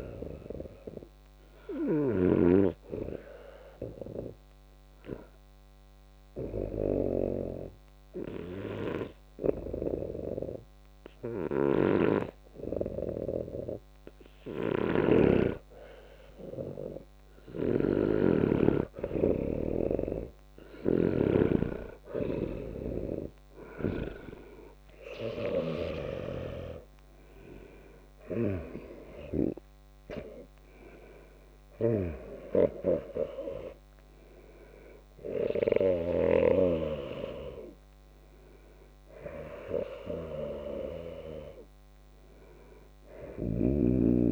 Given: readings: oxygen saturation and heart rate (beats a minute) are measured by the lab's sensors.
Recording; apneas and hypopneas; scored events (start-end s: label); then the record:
breathing in sleep by a microphone on the trachea; 1
0.00-2.00 s: snoring (device-marked)
1.00-14.50 s: obstructive apnea (oxygen 98% before, 90% lowest, heart rate 78 before, 69 extreme, up 1 after)
11.00-15.00 s: snoring (device-marked)
17.00-25.50 s: snoring (device-marked)
18.50-22.00 s: arousal
19.00-34.00 s: oxygen desaturation (device-marked, oxygen 96% before, 90% lowest, heart rate 78 before, 77 extreme)
From the record:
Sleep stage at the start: N2 (light sleep); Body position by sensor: on the back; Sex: male